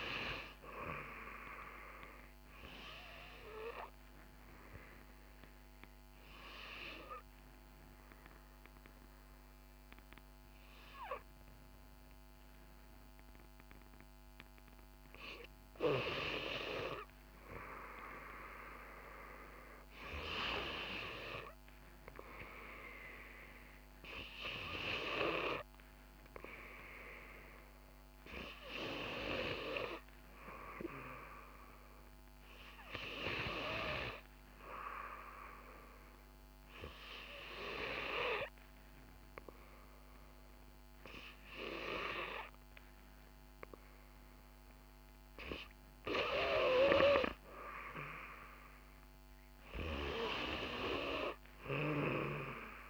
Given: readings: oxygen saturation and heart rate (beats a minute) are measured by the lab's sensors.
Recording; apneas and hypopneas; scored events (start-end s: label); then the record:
breathing in sleep by a microphone on the trachea; 2
4.00-17.00 s: obstructive apnea (oxygen 92% before, 89% lowest, heart rate 65 before, 59 extreme, up 5 after)
21.00-24.50 s: arousal
35.00-47.00 s: obstructive apnea (oxygen 95% before, 89% lowest, heart rate 62 before, 61 extreme, up 2 after)
49.00-52.90 s: arousal
From the record:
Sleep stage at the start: N2 (light sleep); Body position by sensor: on the back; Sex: female